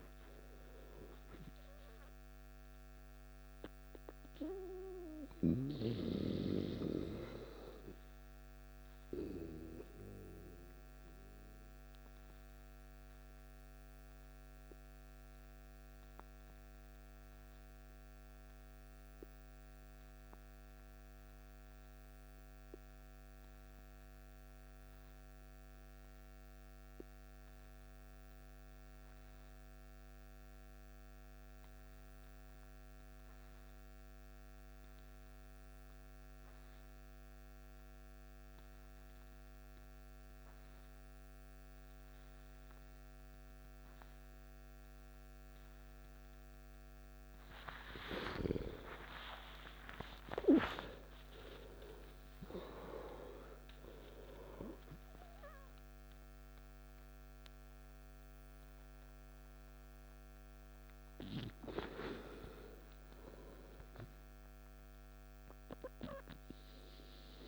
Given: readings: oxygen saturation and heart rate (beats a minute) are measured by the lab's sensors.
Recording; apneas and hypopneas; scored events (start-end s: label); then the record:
breathing in sleep by a microphone on the trachea; 1
0.00-18.50 s: oxygen desaturation (device-marked, oxygen 85% lowest, heart rate 54 extreme)
4.50-47.50 s: mixed apnea (oxygen 96% before, 85% lowest, heart rate 66 before, 54 extreme, up 15 after)
37.50-67.48 s: oxygen desaturation (device-marked, oxygen 97% before, 85% lowest, heart rate 56 before, 58 extreme)
48.50-52.00 s: arousal
From the record:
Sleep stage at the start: N2 (light sleep); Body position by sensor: on the back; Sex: male